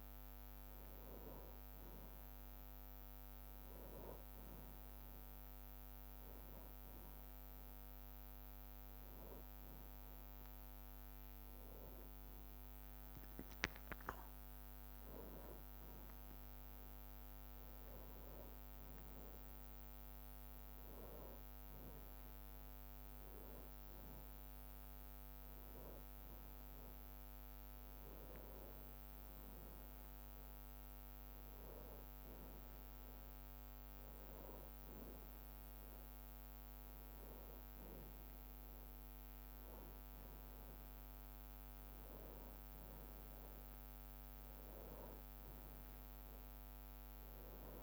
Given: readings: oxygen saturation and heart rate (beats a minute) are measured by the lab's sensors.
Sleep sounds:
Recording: a person awake in a sleep study, hard to hear, by a microphone on the trachea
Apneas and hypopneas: none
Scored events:
17.50-19.50 s: long interval between heartbeats (device-marked, heart rate 69 before, 73 extreme)
From the record:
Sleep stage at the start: awake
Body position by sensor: on the back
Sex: male

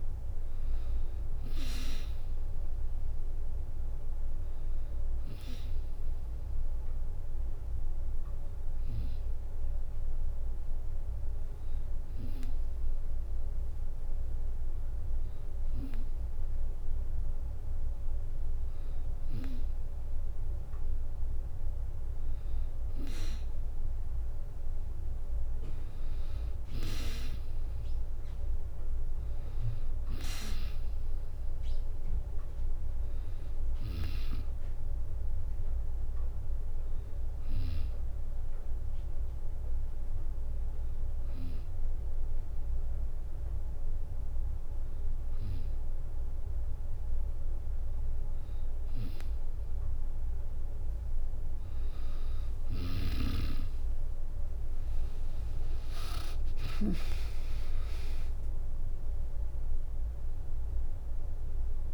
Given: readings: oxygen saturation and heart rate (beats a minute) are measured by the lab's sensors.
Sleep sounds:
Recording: breathing in sleep by a room microphone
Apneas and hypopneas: 1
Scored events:
0.00-2.00 s: long interval between heartbeats (device-marked, heart rate 125 before, 32 extreme)
0.00-10.50 s: bradycardia (device-marked)
1.50-3.50 s: drop in pulse transit time (device-marked, heart rate 108 before, 32 extreme)
9.00-19.00 s: hypopnea (oxygen 96% before, 92% lowest, heart rate 60 before, 64 extreme, up 42 after)
20.50-23.00 s: arousal
26.50-44.50 s: oxygen desaturation (device-marked, oxygen 96% before, 92% lowest, heart rate 53 before, 62 extreme)
41.50-54.50 s: tachycardia (device-marked, heart rate 78 before, 197 extreme)
43.00-45.00 s: long interval between heartbeats (device-marked, heart rate 68 before, 82 extreme)
45.00-47.00 s: long interval between heartbeats (device-marked, heart rate 70 before, 125 extreme)
47.50-49.50 s: long interval between heartbeats (device-marked, heart rate 81 before, 182 extreme)
49.50-51.50 s: long interval between heartbeats (device-marked, heart rate 93 before, 167 extreme)
51.50-53.50 s: long interval between heartbeats (device-marked, heart rate 104 before, 149 extreme)
56.50-60.00 s: arousal
57.50-61.94 s: oxygen desaturation (device-marked, oxygen 96% before, 92% lowest, heart rate 122 before, 61 extreme)
59.50-61.94 s: drop in pulse transit time (device-marked, heart rate 124 before, 61 extreme)
From the record:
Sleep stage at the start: N2 (light sleep)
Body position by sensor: on the back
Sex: female

